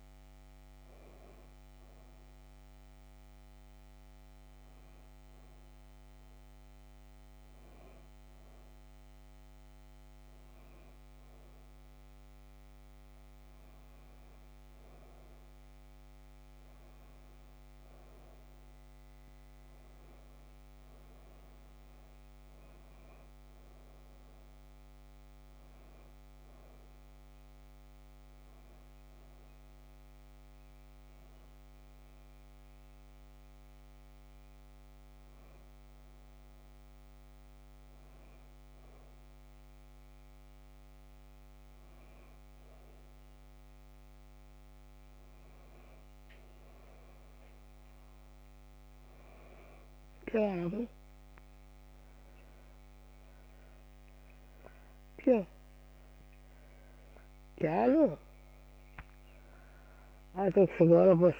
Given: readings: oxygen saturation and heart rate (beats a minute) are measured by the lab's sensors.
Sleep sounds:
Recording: a person awake in a sleep study, by a microphone on the trachea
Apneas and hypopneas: none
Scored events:
none scored
From the record:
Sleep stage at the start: awake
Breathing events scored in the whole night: 317 in 4.7 hours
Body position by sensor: on the back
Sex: female

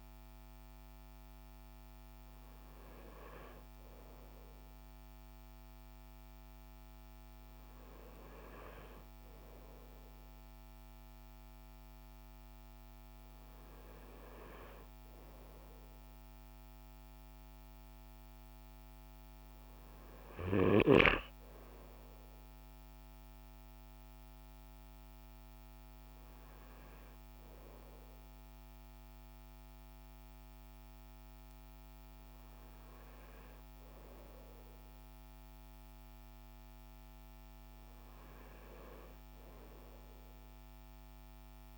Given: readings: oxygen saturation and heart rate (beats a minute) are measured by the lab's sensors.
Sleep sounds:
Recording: breathing in sleep by a microphone on the trachea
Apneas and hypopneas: none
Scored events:
none scored
From the record:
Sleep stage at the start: N2 (light sleep)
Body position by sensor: on the front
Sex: male

